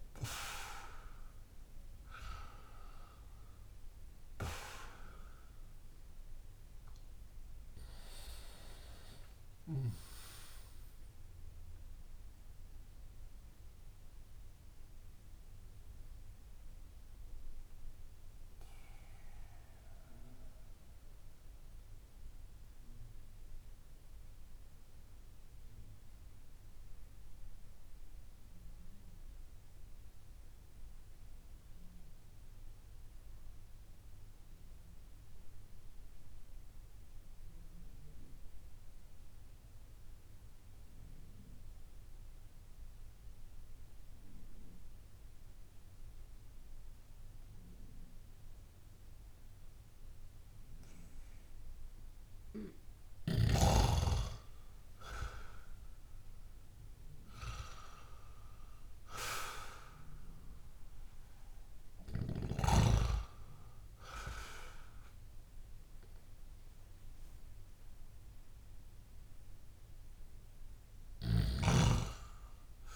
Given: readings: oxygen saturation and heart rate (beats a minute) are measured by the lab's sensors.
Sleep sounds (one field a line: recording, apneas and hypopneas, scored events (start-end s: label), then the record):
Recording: breathing in sleep by a room microphone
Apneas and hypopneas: 1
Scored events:
0.00-1.50 s: arousal
0.00-30.50 s: oxygen desaturation (device-marked, oxygen 87% lowest)
12.50-52.50 s: mixed apnea (oxygen 96% before, 87% lowest)
49.50-72.96 s: oxygen desaturation (device-marked, oxygen 97% before, 88% lowest)
55.50-61.00 s: arousal
From the record:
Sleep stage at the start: N2 (light sleep)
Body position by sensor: on the back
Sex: male